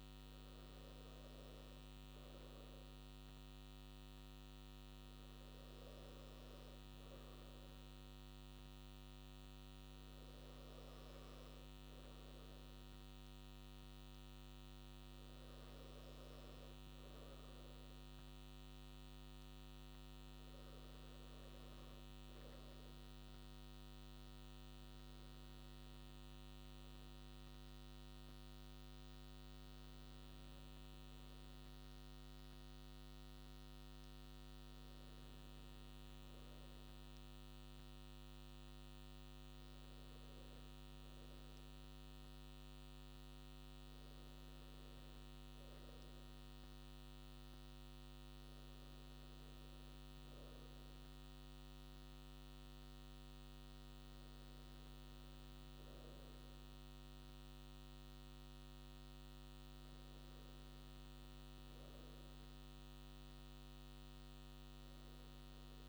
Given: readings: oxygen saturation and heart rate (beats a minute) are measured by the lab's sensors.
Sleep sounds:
breathing in sleep, hard to hear, by a microphone on the trachea; none
none scored
From the record:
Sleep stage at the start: N2 (light sleep); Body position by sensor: on the right side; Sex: male

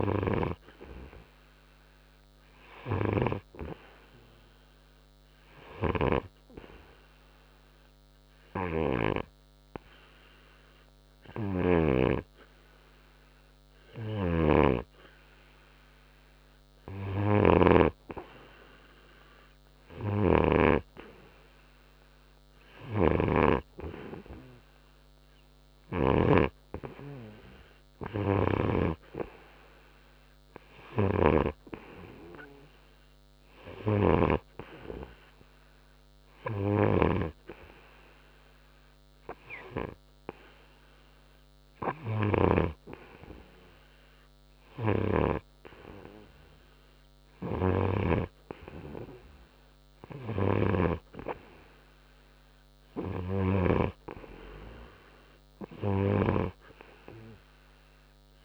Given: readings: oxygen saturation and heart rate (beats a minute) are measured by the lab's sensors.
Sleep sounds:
breathing in sleep by a microphone on the trachea; 1
6.00-9.50 s: snoring (device-marked)
6.50-17.00 s: obstructive apnea (oxygen 95% before, 93% lowest, heart rate 65 before, 63 extreme, up 0 after)
11.50-21.00 s: snoring (device-marked)
18.50-21.00 s: arousal
23.00-26.50 s: snoring (device-marked)
34.00-43.00 s: snoring (device-marked)
45.00-58.45 s: snoring (device-marked)
From the record:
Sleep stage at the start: N2 (light sleep); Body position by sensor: on the right side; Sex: male

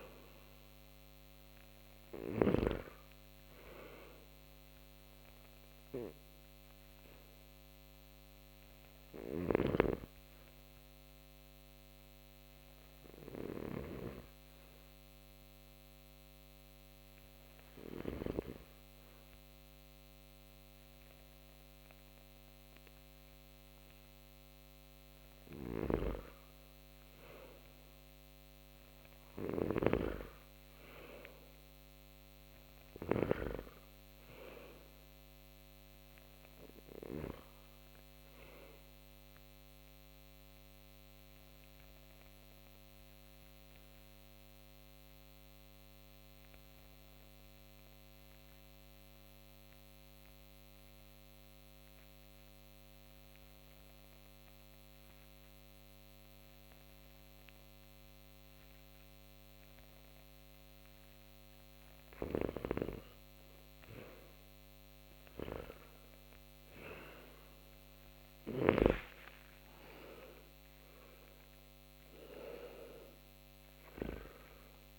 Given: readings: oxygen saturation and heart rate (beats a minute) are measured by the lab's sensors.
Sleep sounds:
breathing in sleep by a microphone on the trachea; 2
0.00-2.00 s: snoring (device-marked)
0.00-3.00 s: arousal
11.00-19.00 s: oxygen desaturation (device-marked, oxygen 97% before, 92% lowest)
11.00-25.50 s: obstructive apnea (oxygen 97% before, 84% lowest)
21.00-27.00 s: oxygen desaturation (device-marked, oxygen 95% before, 89% lowest)
29.50-33.00 s: arousal
33.00-74.98 s: new sleep stage, REM sleep
37.00-55.00 s: oxygen desaturation (device-marked, oxygen 95% before, 89% lowest)
40.50-60.00 s: obstructive apnea (oxygen 95% before, 80% lowest)
68.00-72.50 s: arousal
71.00-74.98 s: oxygen desaturation (device-marked, oxygen 95% before, 80% lowest)
From the record:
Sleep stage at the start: N2 (light sleep); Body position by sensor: on the back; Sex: male

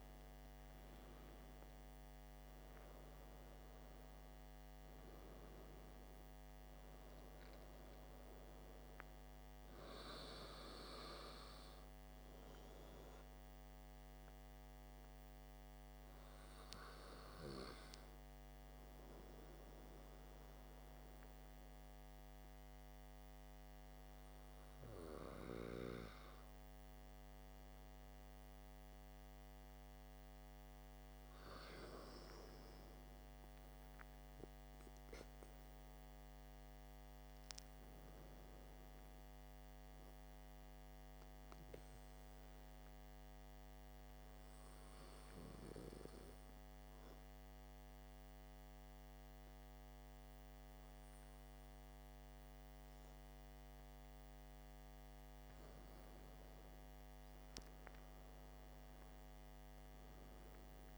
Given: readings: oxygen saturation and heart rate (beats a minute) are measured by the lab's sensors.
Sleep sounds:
breathing in sleep by a microphone on the trachea; 2
0.00-1.00 s: arousal
16.00-30.00 s: hypopnea (oxygen 96% before, 94% lowest, heart rate 59 before, 49 extreme, up 11 after)
20.00-27.00 s: oxygen desaturation (device-marked, oxygen 97% before, 94% lowest, heart rate 59 before, 54 extreme)
33.00-35.50 s: arousal
42.50-56.00 s: hypopnea (oxygen 97% before, 95% lowest, heart rate 56 before, 54 extreme, up 8 after)
57.50-60.98 s: arousal
From the record:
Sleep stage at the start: N2 (light sleep); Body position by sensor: on the back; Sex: male

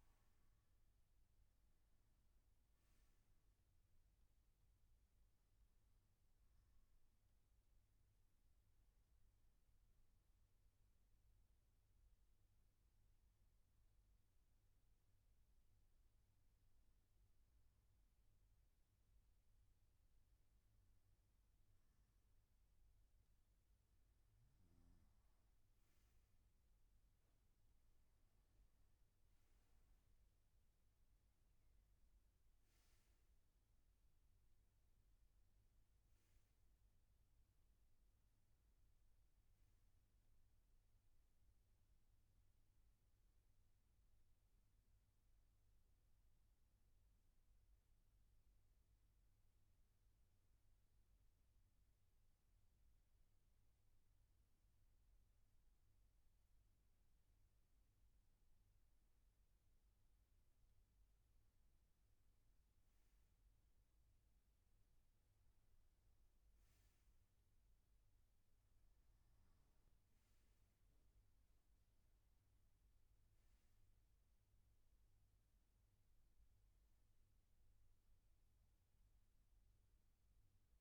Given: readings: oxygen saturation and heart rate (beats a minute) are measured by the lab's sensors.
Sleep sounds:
breathing in sleep, hard to hear, by a room microphone; 2
0.00-20.50 s: oxygen desaturation (device-marked, oxygen 93% lowest, heart rate 58 extreme)
11.00-24.50 s: obstructive apnea (oxygen 97% before, 93% lowest, heart rate 61 before, 58 extreme, up 1 after)
46.00-61.00 s: hypopnea (oxygen 96% before, 93% lowest, heart rate 60 before, 58 extreme, up 1 after)
68.50-80.81 s: new sleep stage, N2 (light sleep)
From the record:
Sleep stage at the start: N1 (lightest sleep); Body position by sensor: on the right side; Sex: male

